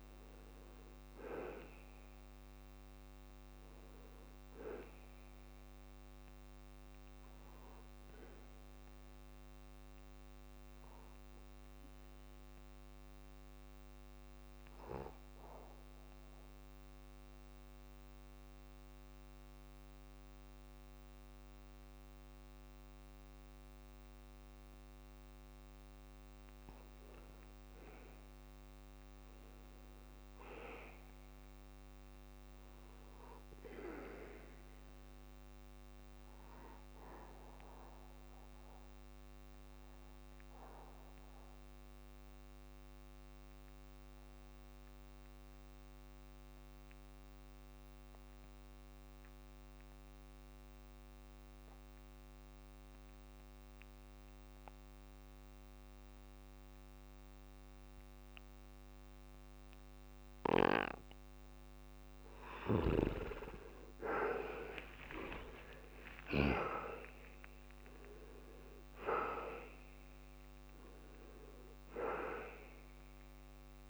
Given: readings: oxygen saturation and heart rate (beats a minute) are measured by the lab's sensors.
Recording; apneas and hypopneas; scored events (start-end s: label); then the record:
breathing in sleep by a microphone on the trachea; 2
0.00-16.50 s: oxygen desaturation (device-marked, oxygen 83% lowest, heart rate 39 extreme)
6.50-26.00 s: obstructive apnea (oxygen 98% before, 82% lowest, heart rate 87 before, 39 extreme, up 0 after)
27.50-31.00 s: arousal
35.50-48.50 s: oxygen desaturation (device-marked, oxygen 98% before, 92% lowest, heart rate 60 before, 48 extreme)
37.50-62.00 s: mixed apnea (oxygen 99% before, 82% lowest, heart rate 57 before, 44 extreme, up 38 after)
60.50-73.90 s: oxygen desaturation (device-marked, oxygen 95% before, 82% lowest, heart rate 65 before, 44 extreme)
65.00-70.50 s: arousal
From the record:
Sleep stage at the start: N2 (light sleep); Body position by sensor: on the back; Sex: male